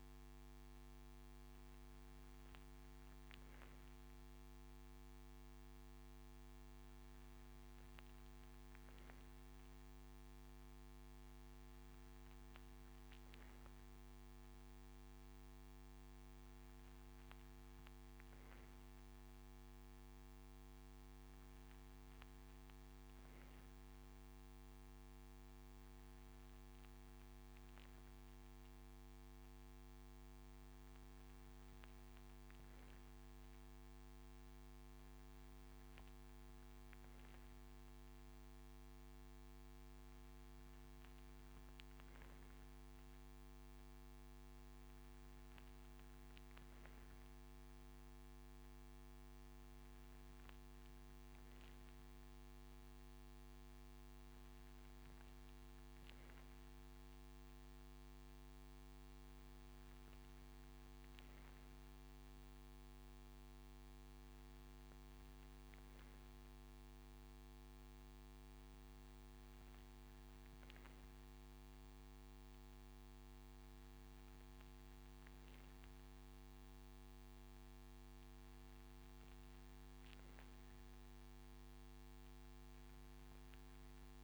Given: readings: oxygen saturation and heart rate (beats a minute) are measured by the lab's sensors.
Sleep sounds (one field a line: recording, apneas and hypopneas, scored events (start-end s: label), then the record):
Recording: breathing in sleep, hard to hear, by a microphone on the trachea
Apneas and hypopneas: none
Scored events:
none scored
From the record:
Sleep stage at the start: N3 (deep sleep)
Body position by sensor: on the right side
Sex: male